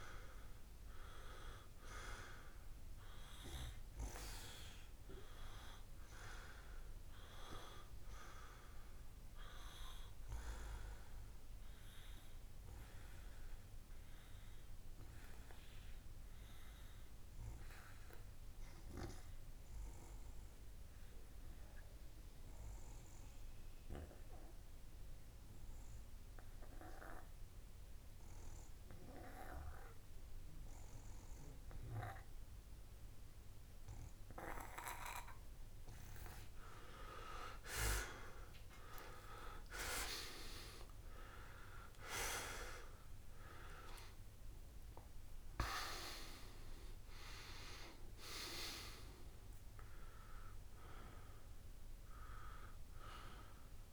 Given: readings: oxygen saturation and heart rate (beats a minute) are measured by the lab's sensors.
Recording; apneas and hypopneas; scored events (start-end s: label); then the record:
breathing in sleep by a room microphone; 1
11.00-37.00 s: obstructive apnea (oxygen 95% before, 89% lowest)
35.00-53.93 s: oxygen desaturation (device-marked, oxygen 96% before, 89% lowest)
38.50-43.50 s: arousal
From the record:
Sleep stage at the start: N2 (light sleep); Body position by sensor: on the back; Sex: male